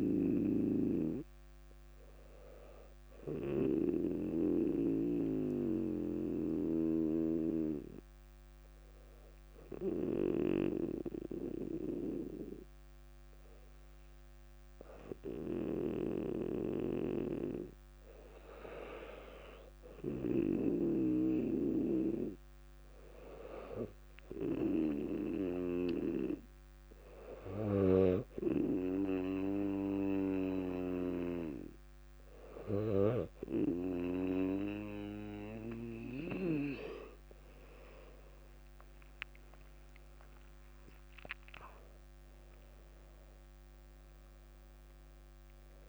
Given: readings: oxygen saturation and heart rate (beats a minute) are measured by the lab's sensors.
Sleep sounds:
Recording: breathing in sleep by a microphone on the trachea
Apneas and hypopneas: 1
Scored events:
4.00-18.50 s: mixed apnea (oxygen 99% before, 97% lowest, heart rate 62 before, 58 extreme, up 5 after)
35.50-41.50 s: arousal
From the record:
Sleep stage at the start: N2 (light sleep)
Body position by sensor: on the back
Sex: female

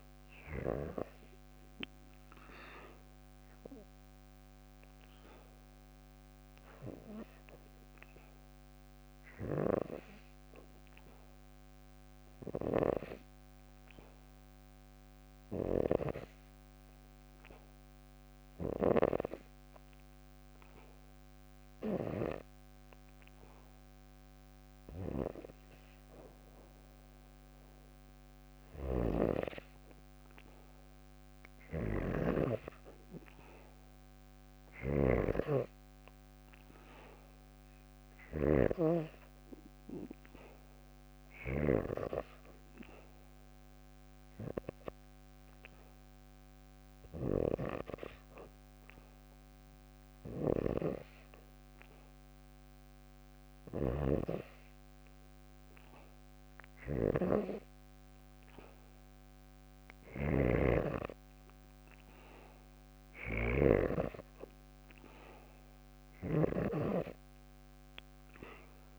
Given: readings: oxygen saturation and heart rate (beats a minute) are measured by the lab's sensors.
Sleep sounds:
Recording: breathing in sleep by a microphone on the trachea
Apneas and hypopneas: 2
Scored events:
0.00-16.50 s: oxygen desaturation (device-marked, oxygen 91% lowest, heart rate 57 extreme)
1.00-22.50 s: obstructive apnea (oxygen 97% before, 89% lowest, heart rate 56 before, 57 extreme, up 1 after)
25.00-28.00 s: arousal
25.50-59.50 s: oxygen desaturation (device-marked, oxygen 95% before, 89% lowest, heart rate 58 before, 58 extreme)
31.00-38.00 s: snoring (device-marked)
40.00-64.00 s: obstructive apnea (oxygen 95% before, 89% lowest, heart rate 59 before, 59 extreme, up 2 after)
59.00-63.00 s: snoring (device-marked)
65.00-68.99 s: snoring (device-marked)
From the record:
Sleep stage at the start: REM sleep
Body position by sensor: on the back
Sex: female

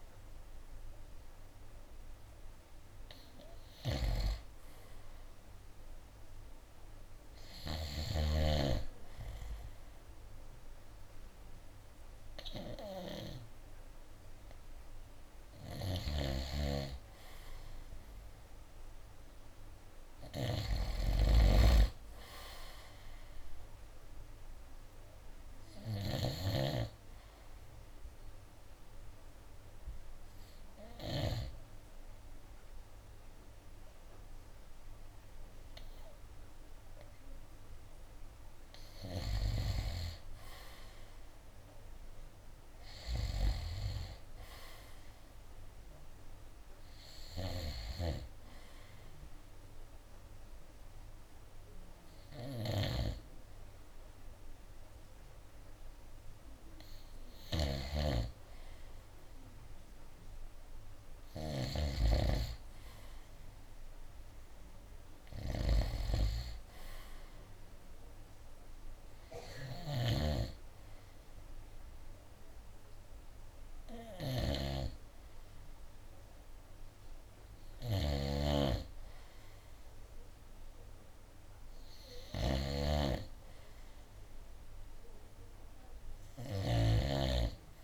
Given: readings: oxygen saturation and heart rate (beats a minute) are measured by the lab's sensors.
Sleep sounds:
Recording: breathing in sleep by a room microphone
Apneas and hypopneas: 2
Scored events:
16.00-31.50 s: snoring (device-marked)
27.50-38.50 s: hypopnea (oxygen 94% before, 91% lowest, heart rate 70 before, 59 extreme, up 12 after)
41.50-45.00 s: arousal
49.00-59.00 s: hypopnea (oxygen 96% before, 91% lowest, heart rate 67 before, 60 extreme, up 14 after)
49.00-66.00 s: oxygen desaturation (device-marked, oxygen 96% before, 91% lowest, heart rate 67 before, 60 extreme)
57.50-87.00 s: snoring (device-marked)
61.50-66.50 s: arousal
65.00-76.00 s: drop in pulse transit time (device-marked, heart rate 67 before, 68 extreme)
68.00-82.00 s: oxygen desaturation (device-marked, oxygen 96% before, 92% lowest, heart rate 67 before, 64 extreme)
From the record:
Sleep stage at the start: N2 (light sleep)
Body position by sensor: on the right side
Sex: male

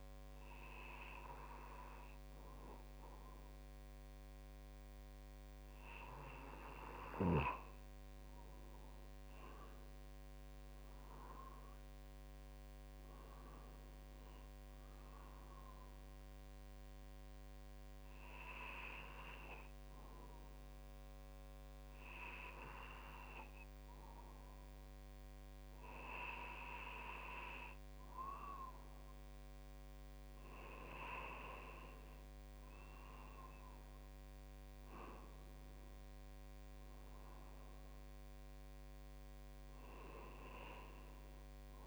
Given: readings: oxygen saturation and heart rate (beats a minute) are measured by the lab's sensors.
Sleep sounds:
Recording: breathing in sleep by a microphone on the trachea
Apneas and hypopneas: none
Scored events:
27.00-31.50 s: arousal
From the record:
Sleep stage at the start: N2 (light sleep)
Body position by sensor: on the right side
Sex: male

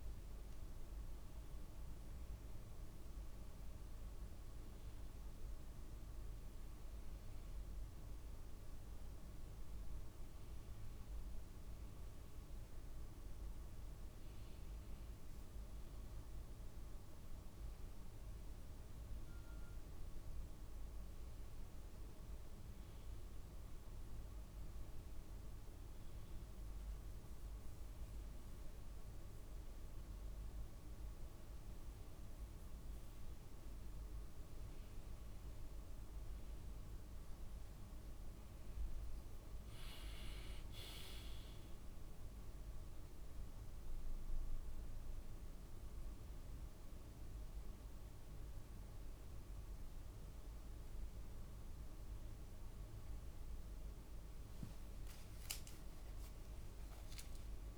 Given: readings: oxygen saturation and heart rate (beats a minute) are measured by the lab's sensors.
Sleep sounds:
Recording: breathing in sleep, hard to hear, by a room microphone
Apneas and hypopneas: none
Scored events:
none scored
From the record:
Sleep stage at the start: N2 (light sleep)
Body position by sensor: on the back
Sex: male

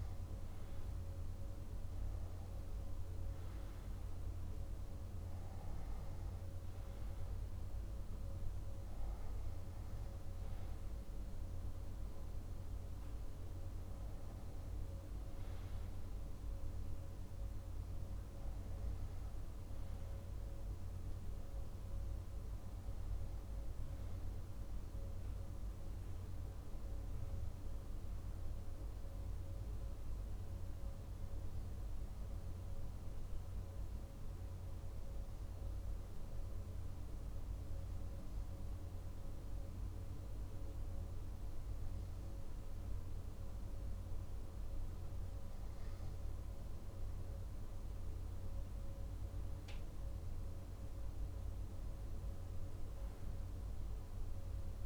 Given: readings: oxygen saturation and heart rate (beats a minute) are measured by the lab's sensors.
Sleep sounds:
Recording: breathing in sleep, hard to hear, by a room microphone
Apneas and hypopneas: 1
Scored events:
0.00-32.50 s: oxygen desaturation (device-marked, oxygen 93% lowest, heart rate 52 extreme)
33.50-46.00 s: obstructive apnea (oxygen 97% before, 95% lowest, heart rate 54 before, 49 extreme, up 6 after)
48.00-52.00 s: arousal
From the record:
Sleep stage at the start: N2 (light sleep)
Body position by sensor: on the back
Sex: male

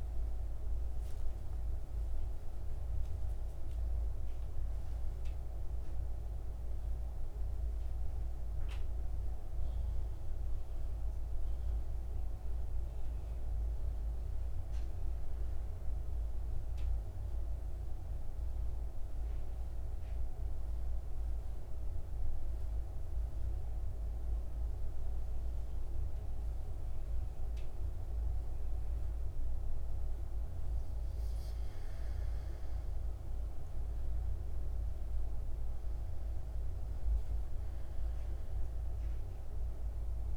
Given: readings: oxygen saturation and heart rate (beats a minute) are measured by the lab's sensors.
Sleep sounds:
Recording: breathing in sleep, hard to hear, by a room microphone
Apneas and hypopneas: 1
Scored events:
9.50-12.50 s: arousal
15.50-30.50 s: mixed apnea (oxygen 99% before, 92% lowest, heart rate 58 before, 54 extreme, up 4 after)
20.00-40.37 s: new sleep stage, N2 (light sleep)
33.50-38.00 s: arousal
From the record:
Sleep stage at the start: N1 (lightest sleep)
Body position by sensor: on the back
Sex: male

